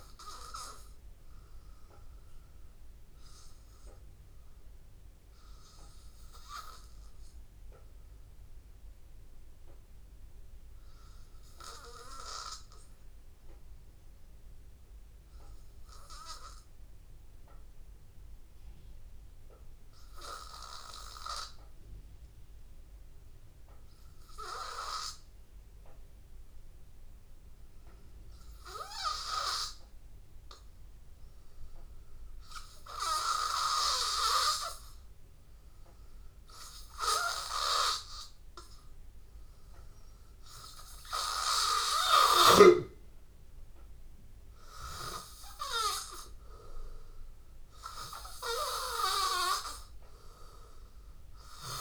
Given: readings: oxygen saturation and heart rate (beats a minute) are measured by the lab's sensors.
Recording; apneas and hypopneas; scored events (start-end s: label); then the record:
breathing in sleep by a room microphone; 1
0.00-11.50 s: oxygen desaturation (device-marked, oxygen 88% lowest, heart rate 82 extreme)
2.50-42.00 s: hypopnea (oxygen 95% before, 89% lowest, heart rate 85 before, 79 extreme, up 4 after)
24.50-51.81 s: oxygen desaturation (device-marked, oxygen 99% before, 91% lowest, heart rate 83 before, 79 extreme)
30.00-32.00 s: long interval between heartbeats (device-marked, heart rate 83 before, 82 extreme)
43.50-47.00 s: arousal
From the record:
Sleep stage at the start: N2 (light sleep); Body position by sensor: on the back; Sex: male